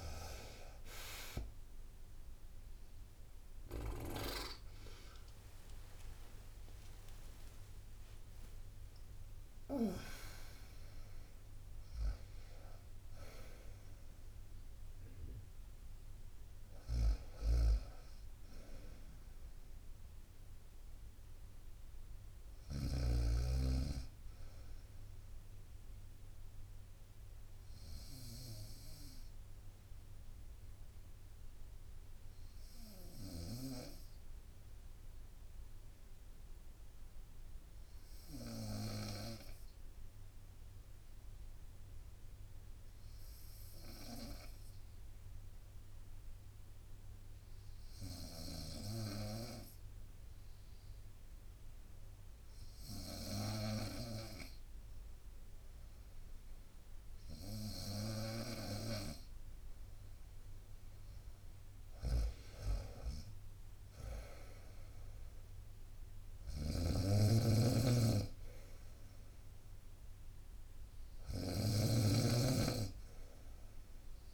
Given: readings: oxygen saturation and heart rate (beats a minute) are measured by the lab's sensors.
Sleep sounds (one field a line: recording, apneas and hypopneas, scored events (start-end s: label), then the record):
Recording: breathing in sleep by a room microphone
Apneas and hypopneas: 1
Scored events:
0.00-16.50 s: oxygen desaturation (device-marked, oxygen 89% lowest, heart rate 58 extreme)
2.50-17.50 s: drop in pulse transit time (device-marked, heart rate 63 before, 72 extreme)
4.50-9.50 s: arousal
5.00-7.00 s: long interval between heartbeats (device-marked, heart rate 64 before, 81 extreme)
17.00-23.00 s: snoring (device-marked)
21.50-30.50 s: bradycardia (device-marked, heart rate 65 before, 58 extreme)
27.00-59.00 s: obstructive apnea (oxygen 92% before, 89% lowest, heart rate 75 before, 59 extreme, up 6 after)
42.50-47.50 s: bradycardia (device-marked, heart rate 65 before, 59 extreme)
52.50-74.34 s: oxygen desaturation (device-marked, oxygen 98% before, 92% lowest, heart rate 61 before, 60 extreme)
61.50-74.34 s: snoring (device-marked)
63.00-67.00 s: arousal
From the record:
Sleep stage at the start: N2 (light sleep)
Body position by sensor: on the right side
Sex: female